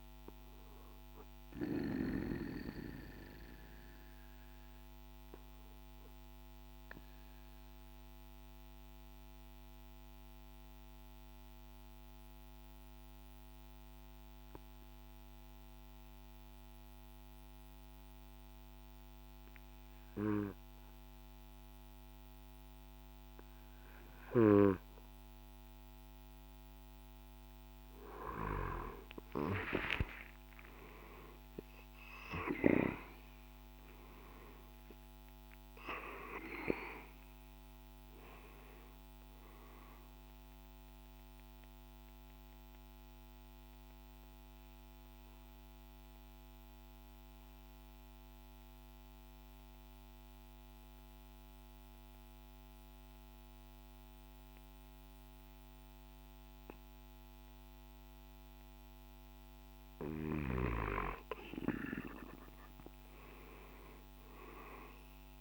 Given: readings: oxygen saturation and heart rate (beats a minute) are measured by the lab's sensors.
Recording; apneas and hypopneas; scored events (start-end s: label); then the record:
breathing in sleep by a microphone on the trachea; 2
0.00-18.00 s: oxygen desaturation (device-marked, oxygen 88% lowest, heart rate 52 extreme)
3.00-25.50 s: obstructive apnea (oxygen 98% before, 87% lowest, heart rate 56 before, 51 extreme, up 6 after)
28.00-31.50 s: arousal
30.00-45.00 s: drop in pulse transit time (device-marked, heart rate 54 before, 55 extreme)
32.00-60.00 s: oxygen desaturation (device-marked, oxygen 97% before, 87% lowest, heart rate 54 before, 51 extreme)
41.00-59.00 s: obstructive apnea (oxygen 97% before, 87% lowest, heart rate 57 before, 51 extreme, up 8 after)
60.50-65.00 s: arousal
From the record:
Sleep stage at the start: N2 (light sleep); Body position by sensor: on the back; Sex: male